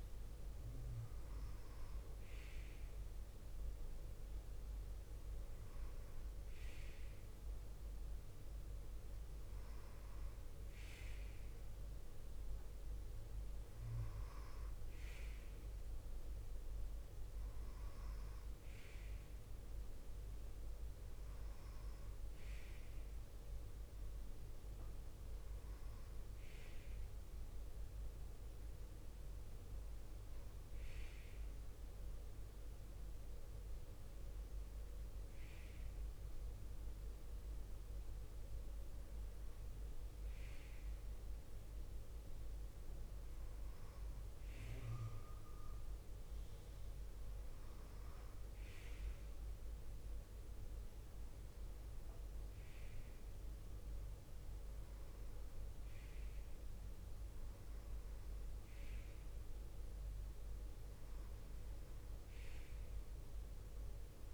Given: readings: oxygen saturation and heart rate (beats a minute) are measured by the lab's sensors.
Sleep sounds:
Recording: breathing in sleep, hard to hear, by a room microphone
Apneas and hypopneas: none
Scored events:
none scored
From the record:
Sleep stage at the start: N2 (light sleep)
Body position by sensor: on the left side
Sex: female

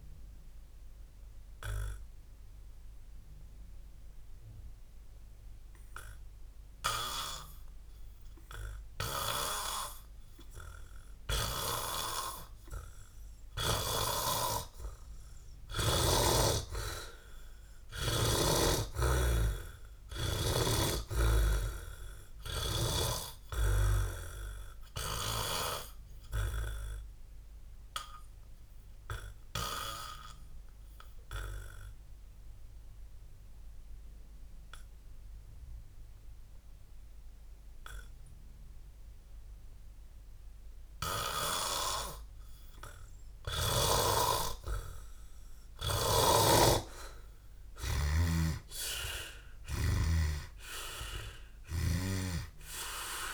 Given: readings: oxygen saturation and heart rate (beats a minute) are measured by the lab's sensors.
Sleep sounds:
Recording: breathing in sleep by a room microphone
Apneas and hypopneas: 2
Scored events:
0.00-22.00 s: oxygen desaturation (device-marked, oxygen 100% before, 89% lowest)
2.00-14.50 s: obstructive apnea (oxygen 100% before, 87% lowest)
17.00-21.00 s: arousal
24.00-46.00 s: oxygen desaturation (device-marked, oxygen 96% before, 87% lowest, heart rate 53 before, 46 extreme)
26.50-45.00 s: obstructive apnea (oxygen 100% before, 87% lowest, heart rate 56 before, 46 extreme, up 24 after)
48.50-52.00 s: arousal
48.50-52.50 s: snoring (device-marked)
From the record:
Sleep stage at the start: N2 (light sleep)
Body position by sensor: on the back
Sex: male

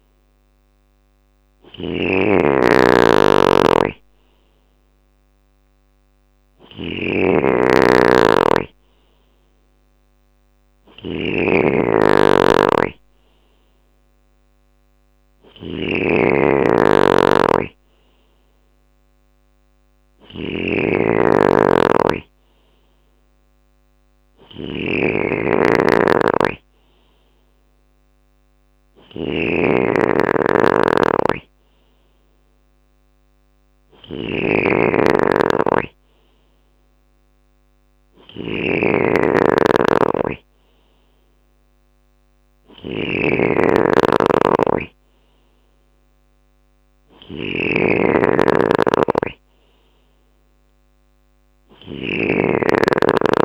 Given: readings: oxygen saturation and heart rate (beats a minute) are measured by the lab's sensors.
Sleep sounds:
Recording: breathing in sleep by a microphone on the trachea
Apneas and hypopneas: none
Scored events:
0.00-53.44 s: snoring (device-marked)
28.00-32.00 s: bradycardia (device-marked, heart rate 62 before, 59 extreme)
From the record:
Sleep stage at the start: N3 (deep sleep)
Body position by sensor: on the left side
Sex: male

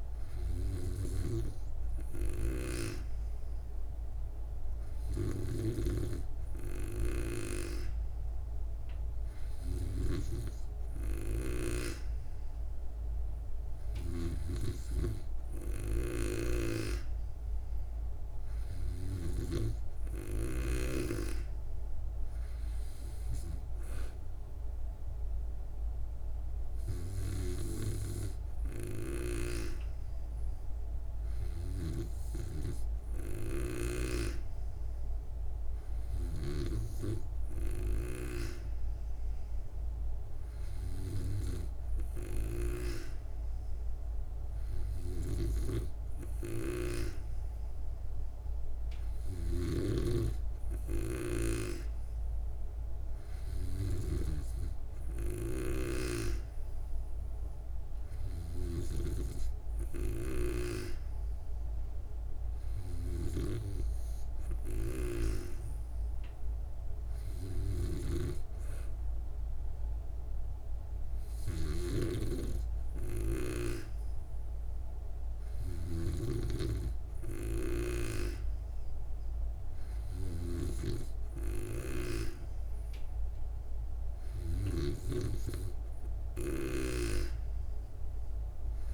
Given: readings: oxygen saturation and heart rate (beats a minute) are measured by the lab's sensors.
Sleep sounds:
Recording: breathing in sleep by a room microphone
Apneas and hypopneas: none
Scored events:
5.50-12.00 s: snoring (device-marked)
16.50-21.00 s: snoring (device-marked)
42.50-50.00 s: snoring (device-marked)
60.00-88.94 s: snoring (device-marked)
From the record:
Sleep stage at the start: N2 (light sleep)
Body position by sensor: on the back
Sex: female

